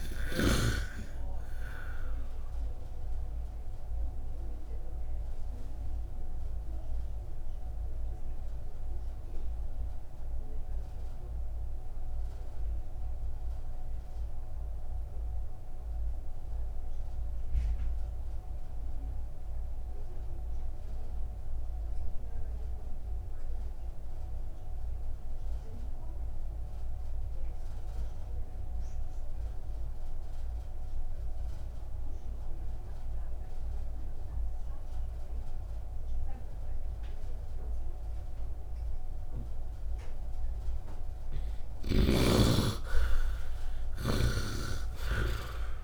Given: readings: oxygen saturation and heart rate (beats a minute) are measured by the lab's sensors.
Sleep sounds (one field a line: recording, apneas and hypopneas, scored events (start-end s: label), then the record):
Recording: breathing in sleep by a room microphone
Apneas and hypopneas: 1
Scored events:
0.00-21.00 s: oxygen desaturation (device-marked, oxygen 75% lowest, heart rate 51 extreme)
5.00-40.50 s: obstructive apnea (oxygen 96% before, 75% lowest, heart rate 62 before, 51 extreme, up 11 after)
37.00-45.84 s: oxygen desaturation (device-marked, oxygen 98% before, 75% lowest, heart rate 59 before, 51 extreme)
42.50-45.84 s: arousal
From the record:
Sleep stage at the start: N2 (light sleep)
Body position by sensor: on the right side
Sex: male